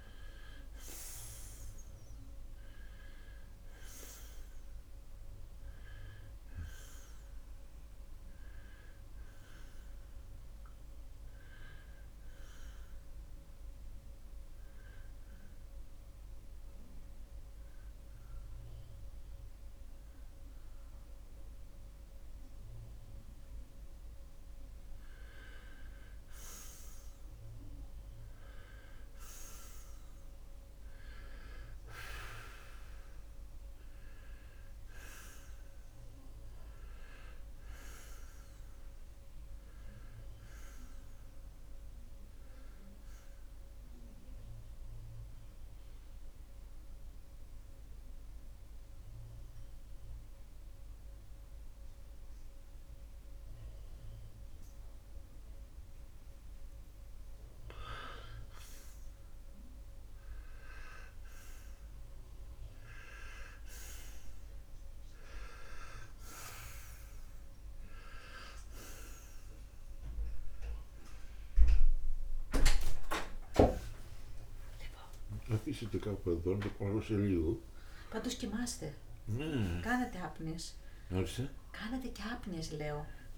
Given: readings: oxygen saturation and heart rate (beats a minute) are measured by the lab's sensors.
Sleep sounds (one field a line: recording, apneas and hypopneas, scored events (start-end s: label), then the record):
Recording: a person partly awake in a sleep study, by a room microphone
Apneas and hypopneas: 2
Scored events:
8.50-68.50 s: new sleep stage, N1 (lightest sleep)
12.50-25.00 s: obstructive apnea (oxygen 94% before, 88% lowest, heart rate 103 before, 74 extreme, up 12 after)
27.50-31.50 s: arousal
41.50-51.50 s: oxygen desaturation (device-marked, oxygen 92% before, 89% lowest, heart rate 83 before, 75 extreme)
44.50-58.00 s: mixed apnea (oxygen 92% before, 86% lowest, heart rate 86 before, 75 extreme, up 8 after)
68.50-83.38 s: new sleep stage, awake
77.50-83.38 s: oxygen desaturation (device-marked, oxygen 91% before, 86% lowest, heart rate 87 before, 46 extreme)
79.00-83.38 s: snoring (device-marked)
From the record:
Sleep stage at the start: awake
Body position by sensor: on the right side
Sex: male